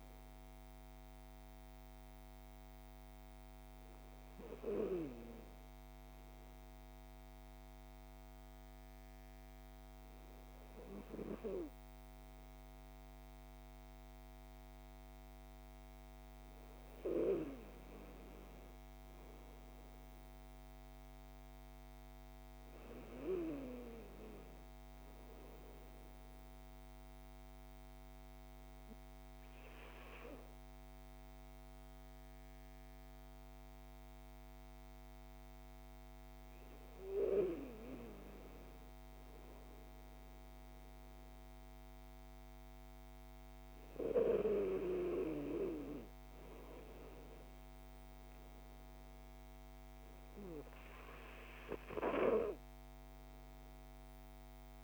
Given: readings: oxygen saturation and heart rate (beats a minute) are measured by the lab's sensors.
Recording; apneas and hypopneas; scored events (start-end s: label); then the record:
breathing in sleep by a microphone on the trachea; 1
0.00-11.00 s: oxygen desaturation (device-marked, oxygen 93% lowest)
19.50-22.50 s: arousal
26.00-36.00 s: obstructive apnea (oxygen 96% before, 93% lowest)
36.00-41.00 s: arousal
From the record:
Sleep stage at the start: N2 (light sleep); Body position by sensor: on the back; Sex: male